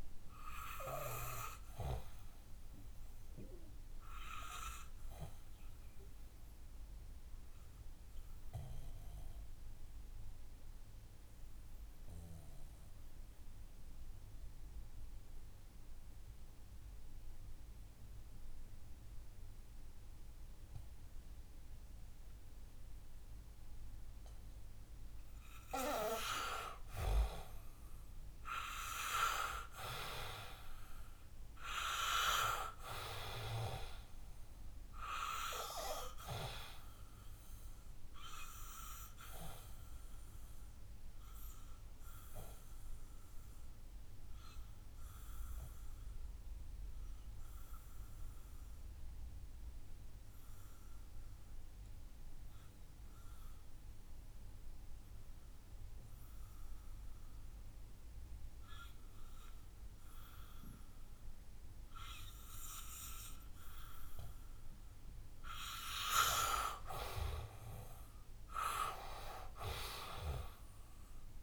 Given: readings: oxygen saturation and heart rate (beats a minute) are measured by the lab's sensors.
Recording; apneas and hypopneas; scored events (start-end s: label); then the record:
breathing in sleep by a room microphone; 2
0.50-25.00 s: obstructive apnea (oxygen 99% before, 92% lowest, heart rate 64 before, 60 extreme, up 5 after)
28.00-32.00 s: arousal
37.50-65.50 s: obstructive apnea (oxygen 98% before, 91% lowest, heart rate 64 before, 60 extreme, up 7 after)
45.50-56.50 s: oxygen desaturation (device-marked, oxygen 95% before, 92% lowest, heart rate 64 before, 61 extreme)
68.50-71.42 s: arousal
From the record:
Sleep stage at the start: N2 (light sleep); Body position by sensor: on the back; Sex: male